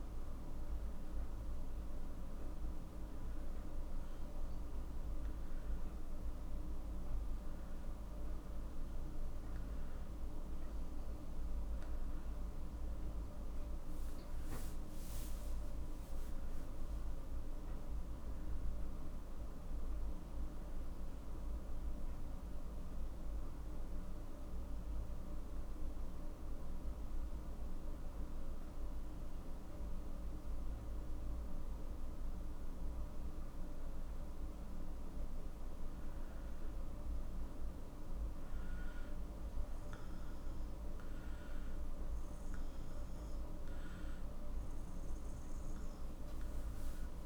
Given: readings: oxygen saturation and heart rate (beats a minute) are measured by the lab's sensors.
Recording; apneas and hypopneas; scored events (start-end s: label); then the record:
breathing in sleep, hard to hear, by a room microphone; 1
11.50-28.00 s: obstructive apnea (oxygen 93% before, 90% lowest, heart rate 59 before, 49 extreme, up 4 after)
30.50-34.00 s: arousal
From the record:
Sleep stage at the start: N2 (light sleep); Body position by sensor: on the back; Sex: male